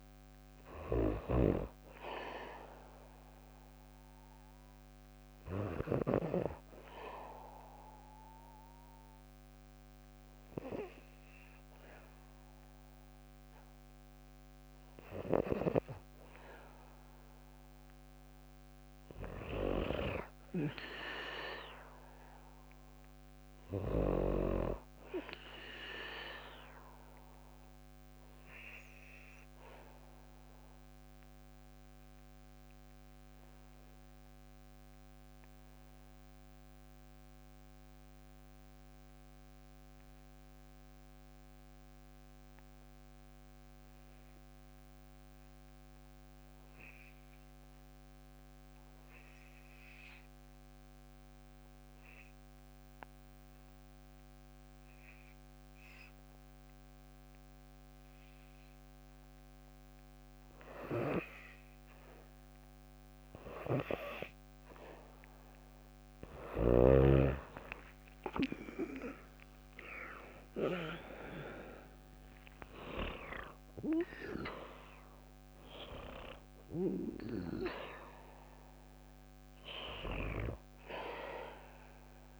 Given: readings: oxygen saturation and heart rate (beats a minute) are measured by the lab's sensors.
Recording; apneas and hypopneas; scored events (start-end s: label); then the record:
breathing in sleep by a microphone on the trachea; 1
19.50-22.50 s: arousal
26.00-58.50 s: obstructive apnea (oxygen 99% before, 80% lowest, heart rate 58 before, 56 extreme, up 5 after)
57.50-82.40 s: oxygen desaturation (device-marked, oxygen 97% before, 80% lowest, heart rate 58 before, 56 extreme)
66.50-71.00 s: arousal
From the record:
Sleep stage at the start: N2 (light sleep); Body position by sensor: on the back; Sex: female